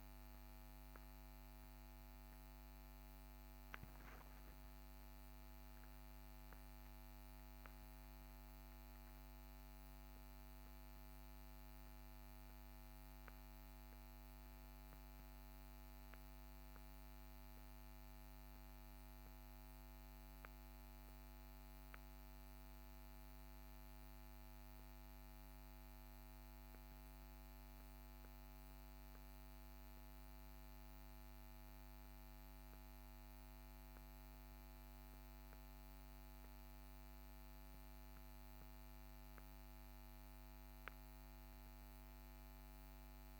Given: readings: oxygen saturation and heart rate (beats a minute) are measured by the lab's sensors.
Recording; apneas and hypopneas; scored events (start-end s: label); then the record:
a person awake in a sleep study, hard to hear, by a microphone on the trachea; none
none scored
From the record:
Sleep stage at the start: awake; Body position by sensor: on the back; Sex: male